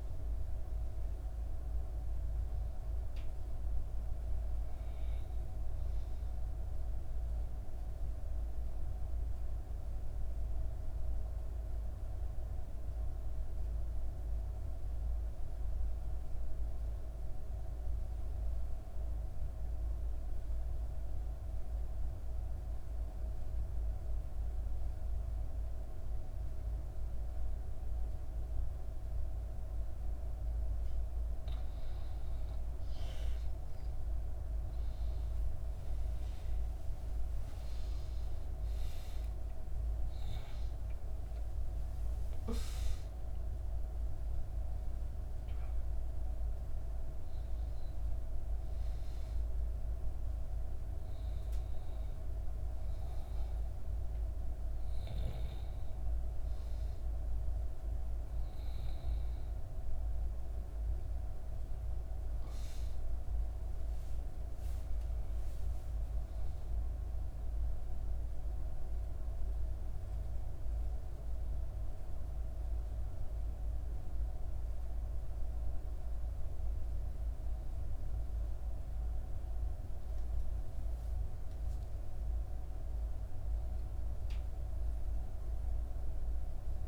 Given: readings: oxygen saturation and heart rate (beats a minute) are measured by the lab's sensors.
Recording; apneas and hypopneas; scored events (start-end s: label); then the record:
breathing in sleep, hard to hear, by a room microphone; 2
3.00-33.00 s: new sleep stage, N2 (light sleep)
9.00-30.50 s: obstructive apnea (oxygen 98% before, 89% lowest, heart rate 65 before, 59 extreme, up 15 after)
29.00-58.00 s: oxygen desaturation (device-marked, oxygen 97% before, 89% lowest, heart rate 60 before, 61 extreme)
33.00-63.00 s: new sleep stage, N1 (lightest sleep)
34.00-39.50 s: arousal
35.00-37.00 s: long interval between heartbeats (device-marked, heart rate 61 before, 73 extreme)
63.00-86.88 s: new sleep stage, N2 (light sleep)
68.00-78.00 s: obstructive apnea (oxygen 98% before, 90% lowest, heart rate 64 before, 60 extreme, up 2 after)
80.00-84.00 s: arousal
From the record:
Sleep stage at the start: N1 (lightest sleep); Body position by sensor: on the back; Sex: female